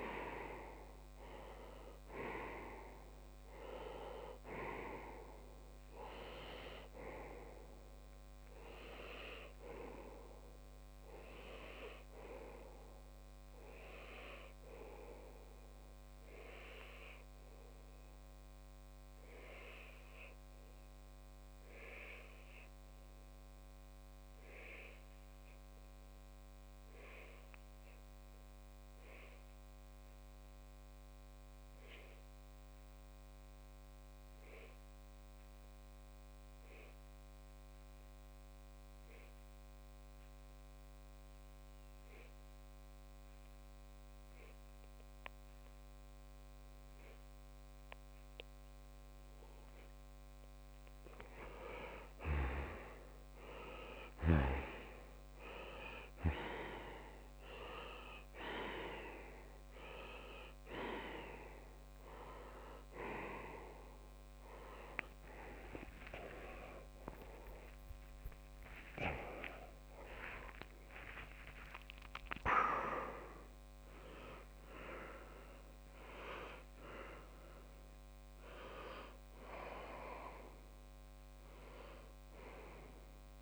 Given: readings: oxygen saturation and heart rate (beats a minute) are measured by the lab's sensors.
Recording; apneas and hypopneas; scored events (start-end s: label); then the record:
breathing in sleep by a microphone on the trachea; 1
0.00-2.00 s: oxygen desaturation (device-marked, oxygen 94% lowest)
14.50-49.50 s: obstructive apnea (oxygen 97% before, 94% lowest)
46.00-62.00 s: oxygen desaturation (device-marked, oxygen 99% before, 94% lowest)
65.50-71.00 s: arousal
From the record:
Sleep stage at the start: N2 (light sleep); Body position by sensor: on the left side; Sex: male